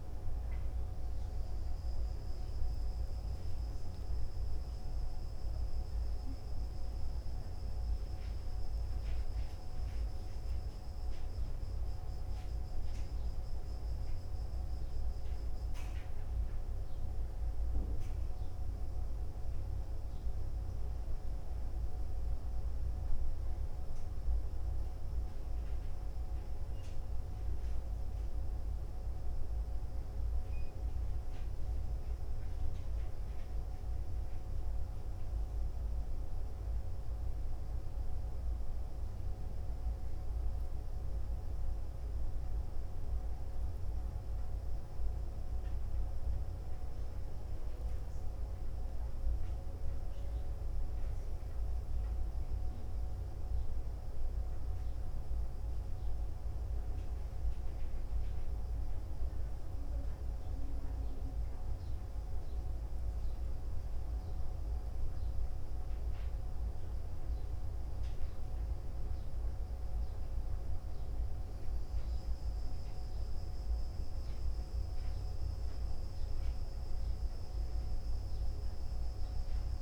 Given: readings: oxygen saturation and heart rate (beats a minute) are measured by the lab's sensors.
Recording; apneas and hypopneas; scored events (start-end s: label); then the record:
a person awake in a sleep study, hard to hear, by a room microphone; none
none scored
From the record:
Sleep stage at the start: awake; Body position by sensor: on the back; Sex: male